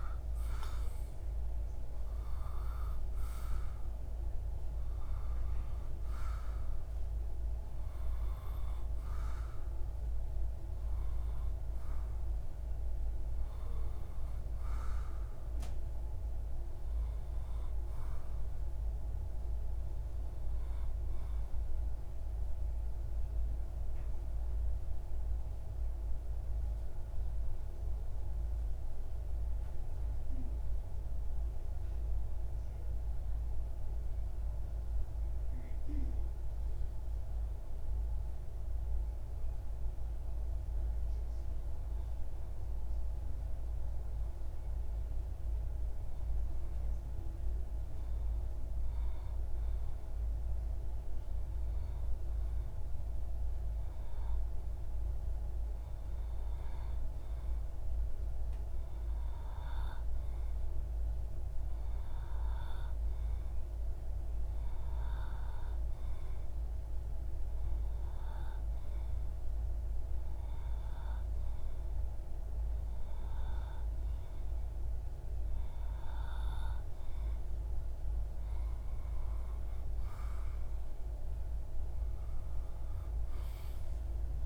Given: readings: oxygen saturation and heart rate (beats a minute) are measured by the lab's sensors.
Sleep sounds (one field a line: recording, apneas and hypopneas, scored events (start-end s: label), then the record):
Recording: breathing in sleep, hard to hear, by a room microphone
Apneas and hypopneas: 1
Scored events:
0.00-3.00 s: arousal
19.00-51.50 s: hypopnea (oxygen 93% before, 91% lowest)
54.50-59.50 s: arousal
81.00-84.45 s: arousal
From the record:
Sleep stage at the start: REM sleep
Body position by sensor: on the back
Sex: male